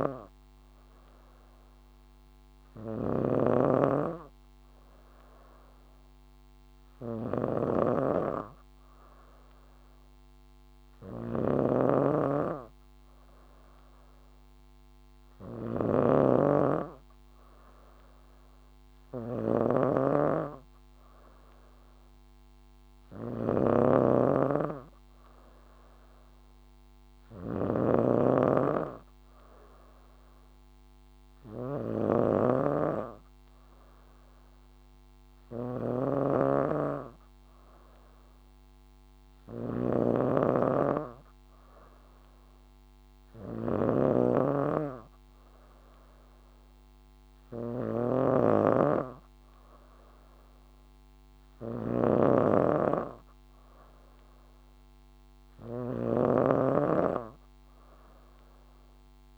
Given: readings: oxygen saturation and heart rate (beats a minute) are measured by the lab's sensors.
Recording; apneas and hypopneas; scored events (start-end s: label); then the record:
breathing in sleep by a microphone on the trachea; none
0.00-59.38 s: snoring (device-marked)
From the record:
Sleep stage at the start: N3 (deep sleep); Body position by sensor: on the back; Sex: female